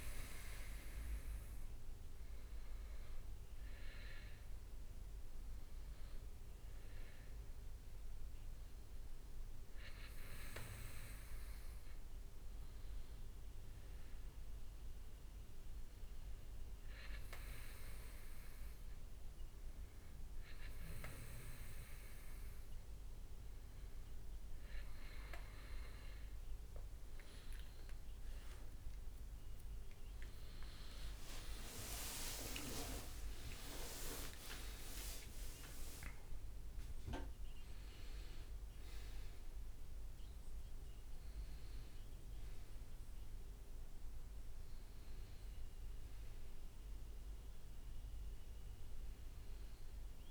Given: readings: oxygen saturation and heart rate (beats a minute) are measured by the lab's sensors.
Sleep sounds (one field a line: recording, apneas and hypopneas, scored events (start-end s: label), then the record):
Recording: breathing in sleep by a room microphone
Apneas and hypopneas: none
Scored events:
0.00-10.50 s: leg movement (device-marked)
13.00-19.50 s: leg movement (device-marked)
21.50-27.50 s: leg movement (device-marked)
29.50-37.50 s: leg movement (device-marked)
30.50-36.50 s: arousal
From the record:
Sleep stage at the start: N2 (light sleep)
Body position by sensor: on the back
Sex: male